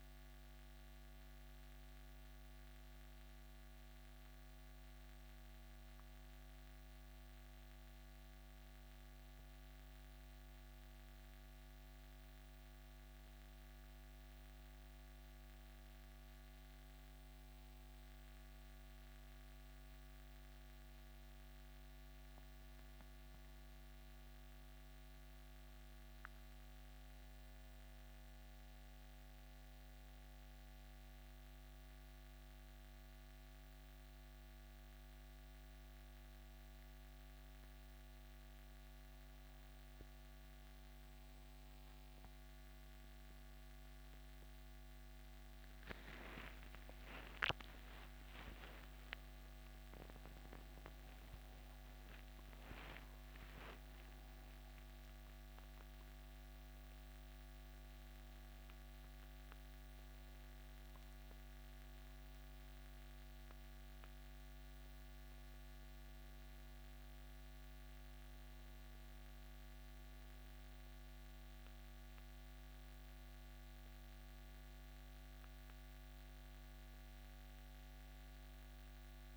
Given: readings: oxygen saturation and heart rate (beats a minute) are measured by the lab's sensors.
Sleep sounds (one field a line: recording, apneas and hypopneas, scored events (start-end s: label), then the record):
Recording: breathing in sleep, hard to hear, by a microphone on the trachea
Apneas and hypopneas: none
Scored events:
27.50-79.37 s: new sleep stage, N2 (light sleep)
From the record:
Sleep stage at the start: N1 (lightest sleep)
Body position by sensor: on the back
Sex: male